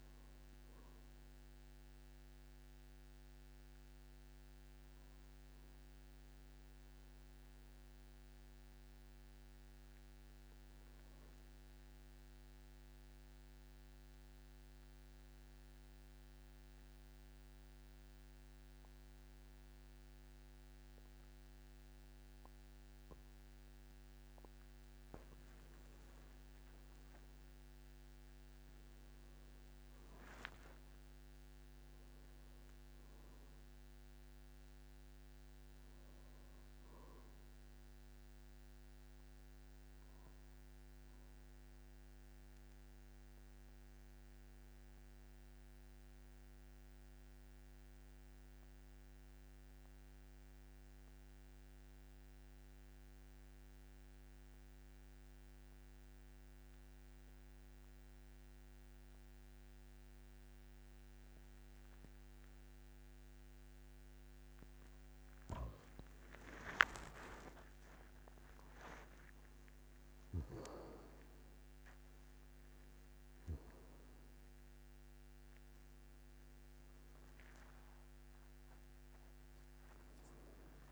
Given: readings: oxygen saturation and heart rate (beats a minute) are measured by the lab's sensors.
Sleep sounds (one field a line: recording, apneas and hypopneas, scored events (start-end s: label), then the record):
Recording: breathing in sleep, hard to hear, by a microphone on the trachea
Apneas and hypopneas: 2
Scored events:
0.00-14.50 s: oxygen desaturation (device-marked, oxygen 93% lowest, heart rate 49 extreme)
12.50-25.50 s: obstructive apnea (oxygen 99% before, 89% lowest, heart rate 55 before, 48 extreme, up 15 after)
27.00-30.00 s: arousal
27.50-52.50 s: oxygen desaturation (device-marked, oxygen 99% before, 94% lowest, heart rate 51 before, 48 extreme)
39.50-65.50 s: obstructive apnea (oxygen 99% before, 89% lowest, heart rate 57 before, 48 extreme, up 28 after)
66.50-80.91 s: oxygen desaturation (device-marked, oxygen 98% before, 89% lowest, heart rate 51 before, 48 extreme)
67.00-71.00 s: arousal
71.00-73.00 s: long interval between heartbeats (device-marked, heart rate 53 before, 77 extreme)
77.50-79.50 s: long interval between heartbeats (device-marked, heart rate 62 before, 91 extreme)
From the record:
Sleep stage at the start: N2 (light sleep)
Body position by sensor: on the back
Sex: male